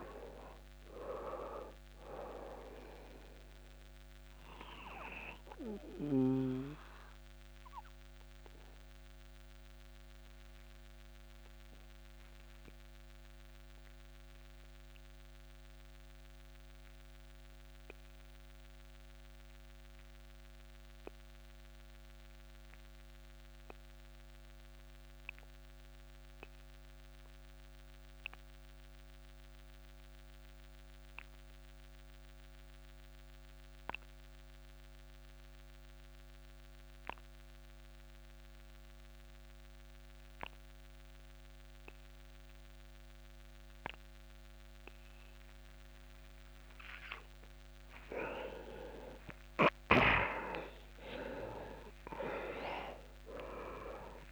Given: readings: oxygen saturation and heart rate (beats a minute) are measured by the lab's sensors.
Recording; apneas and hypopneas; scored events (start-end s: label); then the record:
breathing in sleep by a microphone on the trachea; 1
0.00-22.50 s: oxygen desaturation (device-marked, oxygen 89% lowest)
4.50-47.50 s: obstructive apnea (oxygen 99% before, 84% lowest)
39.50-54.32 s: oxygen desaturation (device-marked, oxygen 99% before, 84% lowest)
50.00-54.00 s: arousal
From the record:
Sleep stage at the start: N2 (light sleep); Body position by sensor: on the back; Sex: male